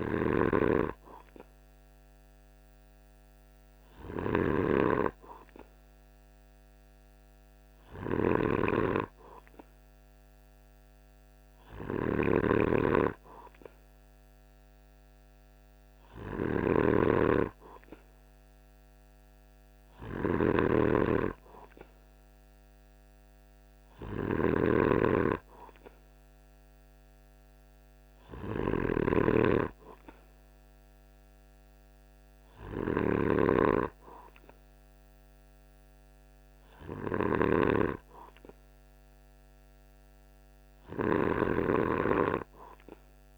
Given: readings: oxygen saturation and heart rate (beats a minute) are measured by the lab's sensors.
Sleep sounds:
breathing in sleep by a microphone on the trachea; none
0.00-43.38 s: snoring (device-marked)
From the record:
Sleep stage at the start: N2 (light sleep); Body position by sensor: on the right side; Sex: male

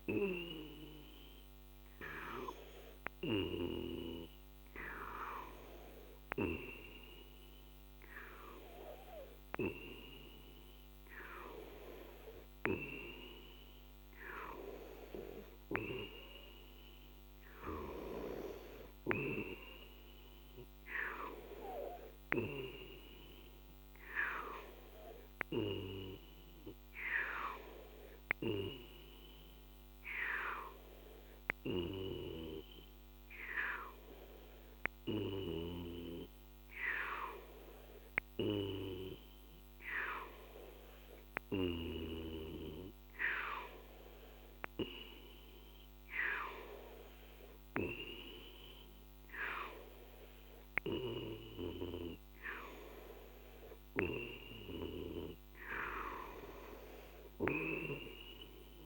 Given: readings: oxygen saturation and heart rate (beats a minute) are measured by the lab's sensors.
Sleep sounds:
breathing in sleep by a microphone on the trachea; none
4.00-5.00 s: oxygen desaturation (device-marked, oxygen 97% before, 95% lowest, heart rate 45 before, 46 extreme)
From the record:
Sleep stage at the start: N2 (light sleep); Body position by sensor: on the left side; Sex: male

